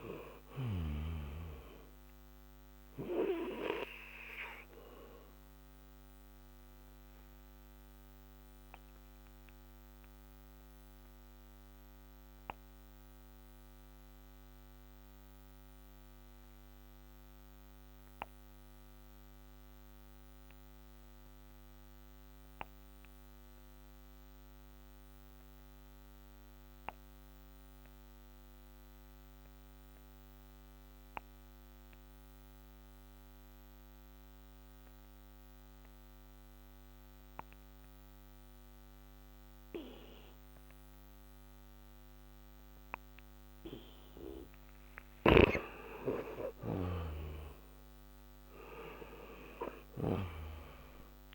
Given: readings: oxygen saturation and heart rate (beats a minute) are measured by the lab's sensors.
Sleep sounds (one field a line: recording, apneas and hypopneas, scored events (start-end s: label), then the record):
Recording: breathing in sleep by a microphone on the trachea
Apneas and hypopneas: 1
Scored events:
0.00-28.00 s: oxygen desaturation (device-marked, oxygen 84% lowest, heart rate 55 extreme)
7.50-43.50 s: obstructive apnea (oxygen 97% before, 84% lowest, heart rate 70 before, 55 extreme, up 21 after)
45.50-50.00 s: arousal
From the record:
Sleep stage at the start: N2 (light sleep)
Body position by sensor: on the back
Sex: male